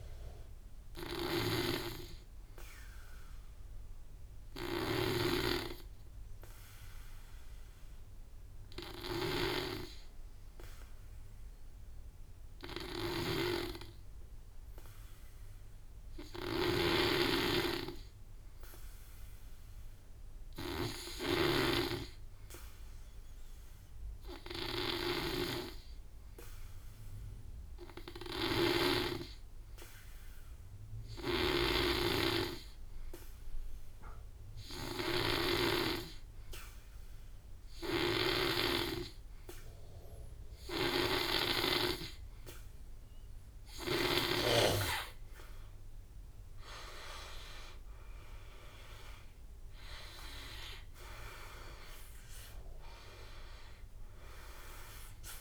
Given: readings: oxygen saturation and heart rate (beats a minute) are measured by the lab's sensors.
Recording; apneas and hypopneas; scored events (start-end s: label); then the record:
breathing in sleep by a room microphone; 1
0.00-1.00 s: oxygen desaturation (device-marked, oxygen 89% lowest, heart rate 48 extreme)
0.00-7.00 s: drop in pulse transit time (device-marked, heart rate 48 extreme)
1.50-41.00 s: hypopnea (oxygen 98% before, 90% lowest, heart rate 57 before, 51 extreme, up 14 after)
24.00-32.00 s: oxygen desaturation (device-marked, oxygen 96% before, 90% lowest, heart rate 52 before, 52 extreme)
24.50-28.50 s: snoring (device-marked)
45.50-49.50 s: arousal
49.00-55.41 s: drop in pulse transit time (device-marked, heart rate 56 before, 59 extreme)
From the record:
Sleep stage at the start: N2 (light sleep); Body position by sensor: on the back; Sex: male